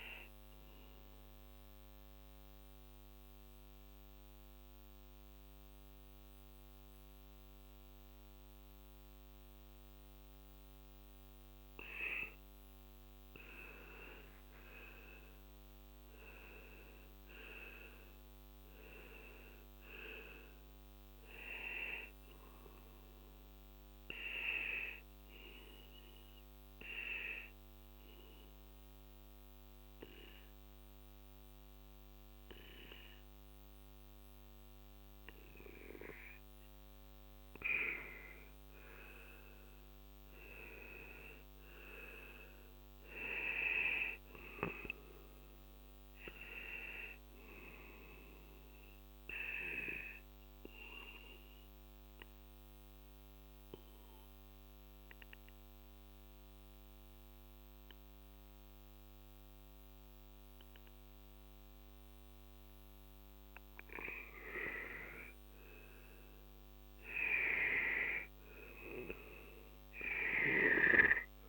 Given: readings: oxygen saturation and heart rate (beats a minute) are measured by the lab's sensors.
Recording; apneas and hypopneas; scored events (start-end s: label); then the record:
breathing in sleep by a microphone on the trachea; 3
0.00-9.50 s: oxygen desaturation (device-marked, oxygen 90% lowest, heart rate 42 extreme)
1.00-13.50 s: central apnea (oxygen 95% before, 90% lowest, heart rate 55 before, 43 extreme, up 18 after)
8.50-71.49 s: new sleep stage, N2 (light sleep)
15.50-19.50 s: arousal
19.50-33.50 s: oxygen desaturation (device-marked, oxygen 96% before, 92% lowest, heart rate 48 before, 43 extreme)
26.50-38.50 s: obstructive apnea (oxygen 96% before, 91% lowest, heart rate 53 before, 43 extreme, up 13 after)
39.00-43.00 s: arousal
45.50-59.50 s: oxygen desaturation (device-marked, oxygen 95% before, 91% lowest, heart rate 52 before, 43 extreme)
51.00-65.00 s: obstructive apnea (oxygen 95% before, 91% lowest, heart rate 53 before, 44 extreme, up 14 after)
68.50-71.49 s: arousal
From the record:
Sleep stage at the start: N1 (lightest sleep); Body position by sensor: on the left side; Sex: male